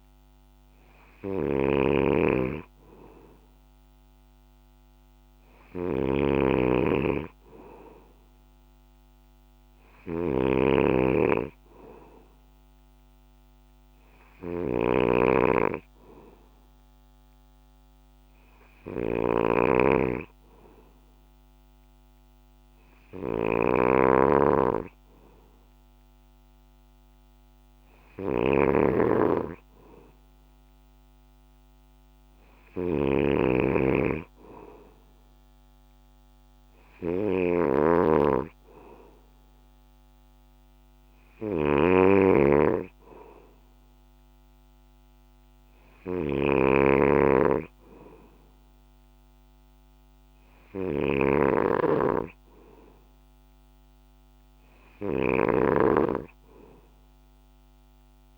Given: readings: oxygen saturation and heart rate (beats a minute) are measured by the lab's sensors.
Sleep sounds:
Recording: breathing in sleep by a microphone on the trachea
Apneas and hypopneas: none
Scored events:
0.00-58.38 s: snoring (device-marked)
From the record:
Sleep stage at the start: N2 (light sleep)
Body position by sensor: on the back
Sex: male

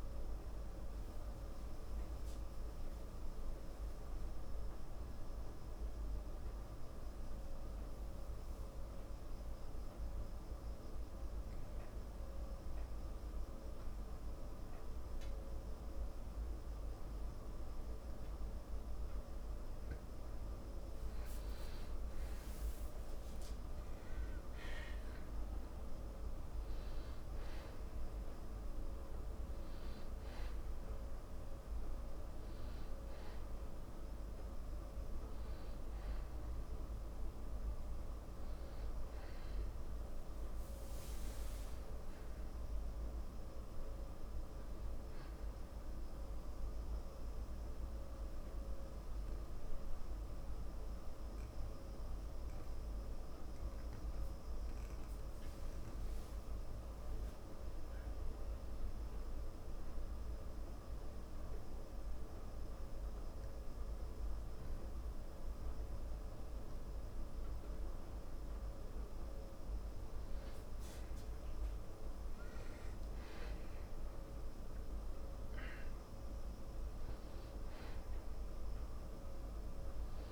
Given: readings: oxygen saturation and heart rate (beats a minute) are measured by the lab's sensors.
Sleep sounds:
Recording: breathing in sleep, hard to hear, by a room microphone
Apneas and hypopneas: 2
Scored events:
0.00-1.50 s: arousal
5.00-22.00 s: mixed apnea (oxygen 98% before, 92% lowest, heart rate 57 before, 54 extreme, up 11 after)
24.00-28.50 s: arousal
25.50-42.50 s: oxygen desaturation (device-marked, oxygen 97% before, 92% lowest, heart rate 55 before, 54 extreme)
46.00-68.00 s: mixed apnea (oxygen 97% before, 93% lowest, heart rate 59 before, 55 extreme, up 0 after)
70.50-80.32 s: oxygen desaturation (device-marked, oxygen 98% before, 93% lowest, heart rate 55 before, 55 extreme)
72.00-76.00 s: arousal
From the record:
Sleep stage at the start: N2 (light sleep)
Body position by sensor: on the back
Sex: male

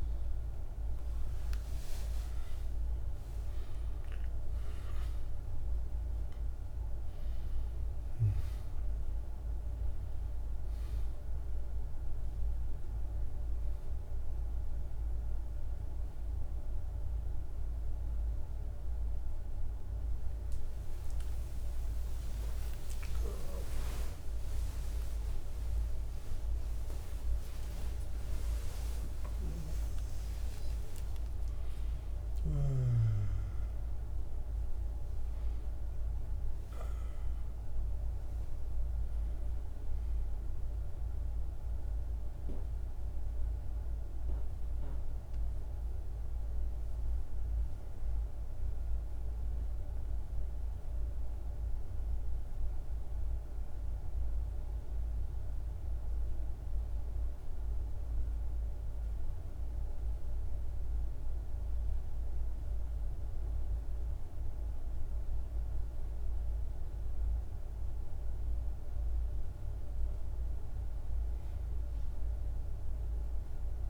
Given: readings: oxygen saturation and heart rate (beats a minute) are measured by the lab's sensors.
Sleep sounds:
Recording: a person partly awake in a sleep study, hard to hear, by a room microphone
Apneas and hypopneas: none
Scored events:
0.00-25.00 s: oxygen desaturation (device-marked, oxygen 91% lowest, heart rate 55 extreme)
6.00-36.00 s: new sleep stage, awake
36.00-73.90 s: new sleep stage, N1 (lightest sleep)
61.00-73.90 s: oxygen desaturation (device-marked, oxygen 97% before, 93% lowest, heart rate 56 before, 52 extreme)
From the record:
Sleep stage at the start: N2 (light sleep)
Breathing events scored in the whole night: 321 in 7.1 hours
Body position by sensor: on the back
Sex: male

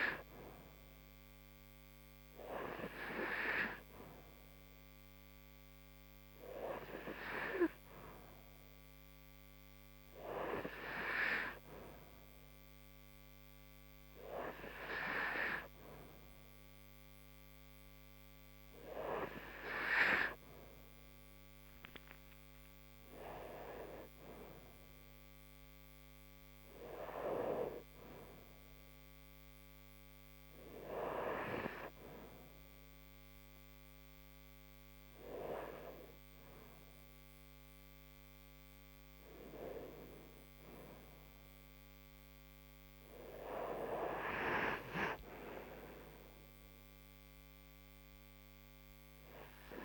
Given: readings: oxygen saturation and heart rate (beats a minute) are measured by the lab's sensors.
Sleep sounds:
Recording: breathing in sleep by a microphone on the trachea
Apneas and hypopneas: none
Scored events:
46.00-49.85 s: new sleep stage, awake
From the record:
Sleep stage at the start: N3 (deep sleep)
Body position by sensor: upright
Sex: female

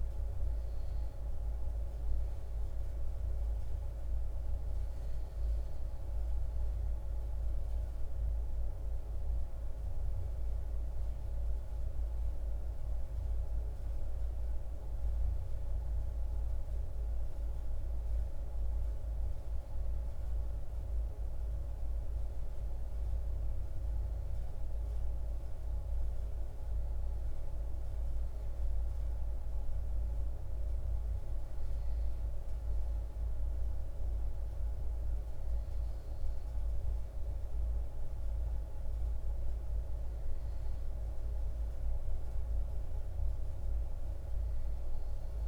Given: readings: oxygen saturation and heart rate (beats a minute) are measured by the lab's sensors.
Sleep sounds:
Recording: breathing in sleep, hard to hear, by a room microphone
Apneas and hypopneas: none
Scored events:
35.00-45.47 s: new sleep stage, N2 (light sleep)
From the record:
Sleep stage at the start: REM sleep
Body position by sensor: on the back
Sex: male

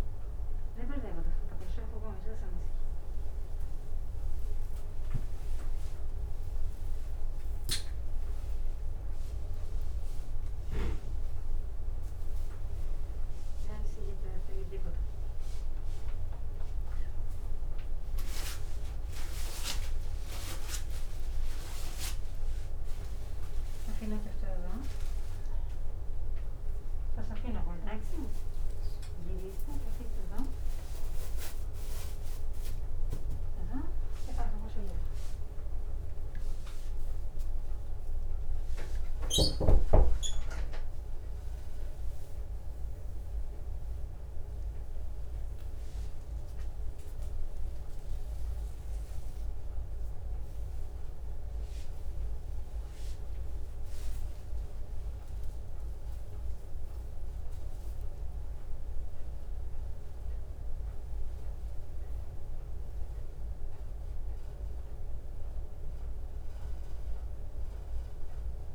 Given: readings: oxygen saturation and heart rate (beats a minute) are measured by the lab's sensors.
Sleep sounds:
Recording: a person awake in a sleep study, by a room microphone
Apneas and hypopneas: none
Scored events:
none scored
From the record:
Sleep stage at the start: awake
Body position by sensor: upright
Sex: female

